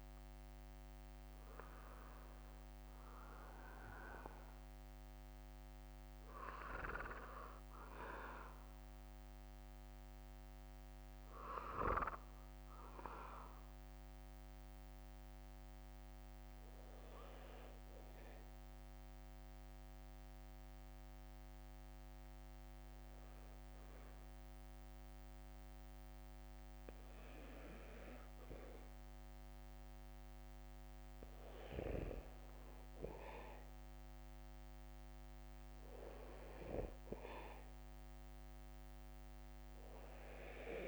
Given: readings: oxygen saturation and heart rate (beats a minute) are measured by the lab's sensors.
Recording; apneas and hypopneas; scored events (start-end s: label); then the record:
breathing in sleep by a microphone on the trachea; 1
0.00-40.88 s: bradycardia (device-marked, heart rate 48 extreme)
0.50-4.00 s: arousal
12.50-29.50 s: hypopnea (oxygen 98% before, 93% lowest, heart rate 55 before, 54 extreme, up 3 after)
34.00-37.50 s: arousal
35.50-40.88 s: oxygen desaturation (device-marked, oxygen 97% before, 93% lowest, heart rate 55 before, 52 extreme)
From the record:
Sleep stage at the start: N2 (light sleep); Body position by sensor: on the back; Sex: male